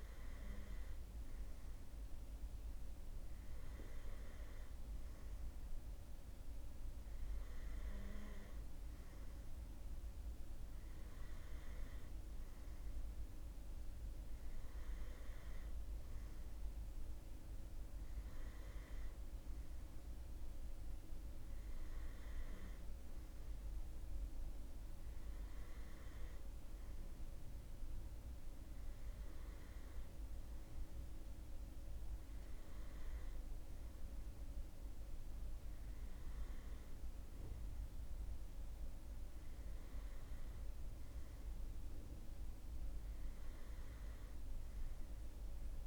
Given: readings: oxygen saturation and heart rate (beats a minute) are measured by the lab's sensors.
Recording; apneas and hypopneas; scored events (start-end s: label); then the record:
breathing in sleep, hard to hear, by a room microphone; none
none scored
From the record:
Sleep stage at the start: N2 (light sleep); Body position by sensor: on the right side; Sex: male